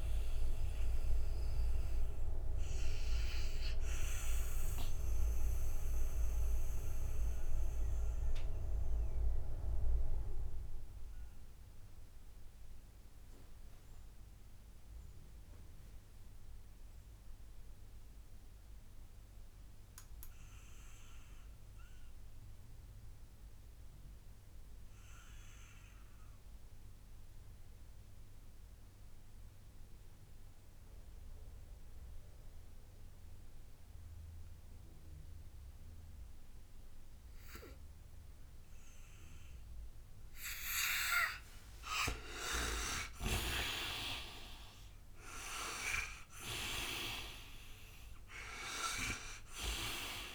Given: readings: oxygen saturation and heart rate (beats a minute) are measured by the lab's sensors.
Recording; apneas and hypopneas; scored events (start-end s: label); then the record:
breathing in sleep by a room microphone; 1
0.00-24.00 s: oxygen desaturation (device-marked, oxygen 76% lowest, heart rate 58 extreme)
1.00-40.50 s: mixed apnea (oxygen 98% before, 76% lowest, heart rate 72 before, 58 extreme, up 17 after)
38.00-50.35 s: oxygen desaturation (device-marked, oxygen 98% before, 80% lowest, heart rate 60 before, 60 extreme)
41.50-46.50 s: arousal
From the record:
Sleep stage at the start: N2 (light sleep); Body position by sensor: on the right side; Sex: male